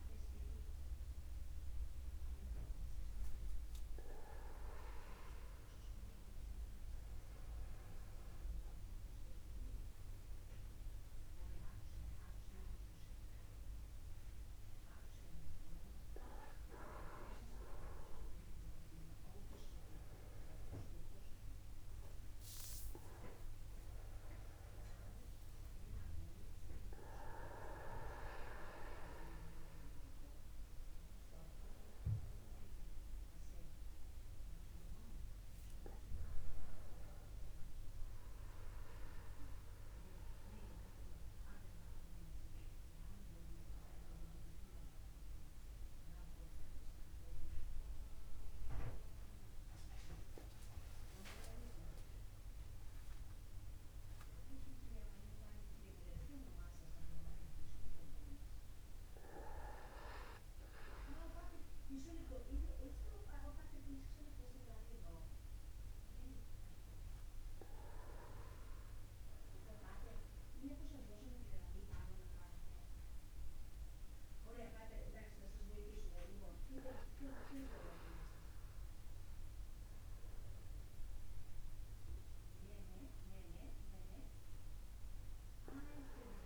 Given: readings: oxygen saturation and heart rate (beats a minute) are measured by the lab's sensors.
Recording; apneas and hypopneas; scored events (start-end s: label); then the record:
a person partly awake in a sleep study, by a room microphone; none
22.50-86.46 s: new sleep stage, N1 (lightest sleep)
23.50-25.50 s: long interval between heartbeats (device-marked, heart rate 51 before, 68 extreme)
From the record:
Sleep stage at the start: awake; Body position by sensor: upright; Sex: male